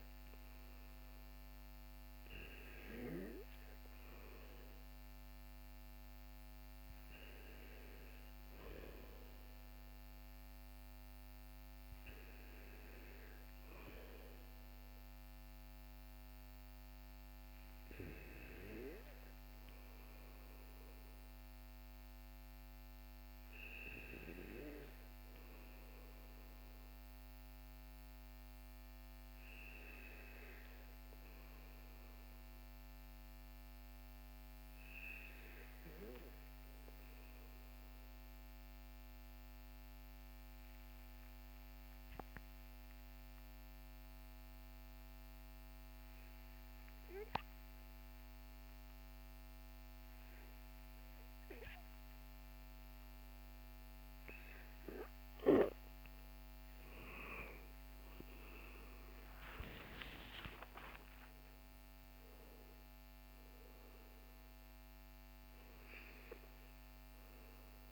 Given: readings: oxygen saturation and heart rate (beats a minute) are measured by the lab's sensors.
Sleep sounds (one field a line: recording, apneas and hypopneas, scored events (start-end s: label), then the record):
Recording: breathing in sleep by a microphone on the trachea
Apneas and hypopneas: 1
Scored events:
0.00-8.50 s: oxygen desaturation (device-marked, oxygen 93% lowest, heart rate 47 extreme)
36.00-54.50 s: obstructive apnea (oxygen 97% before, 91% lowest, heart rate 51 before, 45 extreme, up 18 after)
56.50-67.92 s: oxygen desaturation (device-marked, oxygen 96% before, 91% lowest, heart rate 54 before, 45 extreme)
57.50-62.50 s: arousal
From the record:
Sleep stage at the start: N2 (light sleep)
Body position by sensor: on the back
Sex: male